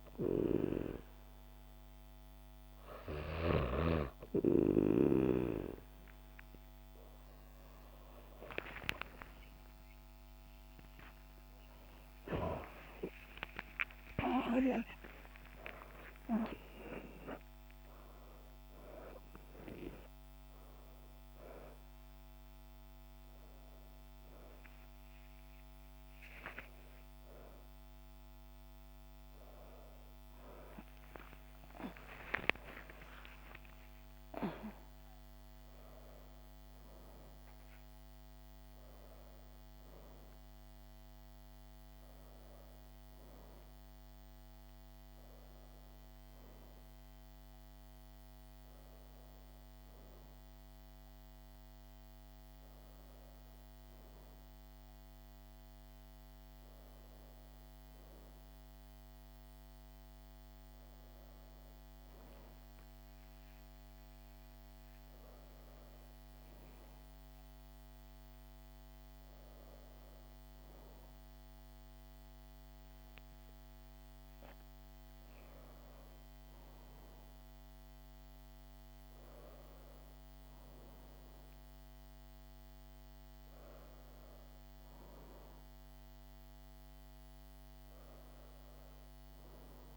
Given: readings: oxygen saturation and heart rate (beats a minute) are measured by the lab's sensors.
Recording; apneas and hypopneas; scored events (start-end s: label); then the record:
a person partly awake in a sleep study, by a microphone on the trachea; none
0.00-4.00 s: snoring (device-marked)
10.50-40.50 s: new sleep stage, awake
40.50-89.97 s: new sleep stage, N1 (lightest sleep)
From the record:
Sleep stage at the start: N3 (deep sleep); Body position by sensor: on the back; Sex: female